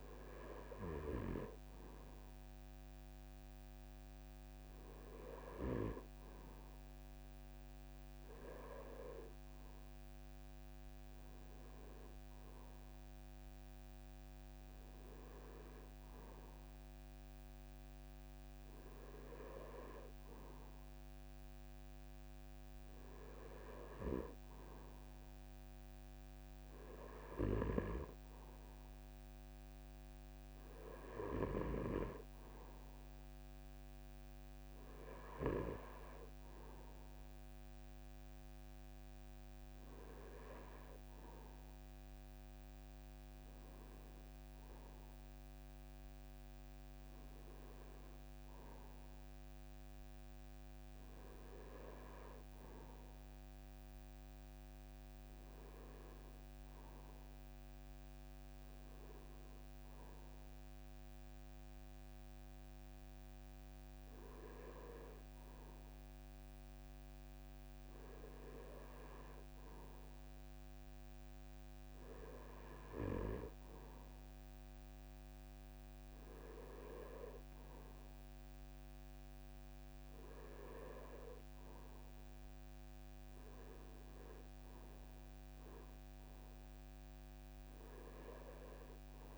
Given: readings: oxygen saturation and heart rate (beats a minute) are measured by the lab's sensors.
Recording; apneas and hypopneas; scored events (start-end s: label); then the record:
breathing in sleep by a microphone on the trachea; none
none scored
From the record:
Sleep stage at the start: REM sleep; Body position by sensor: on the front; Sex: male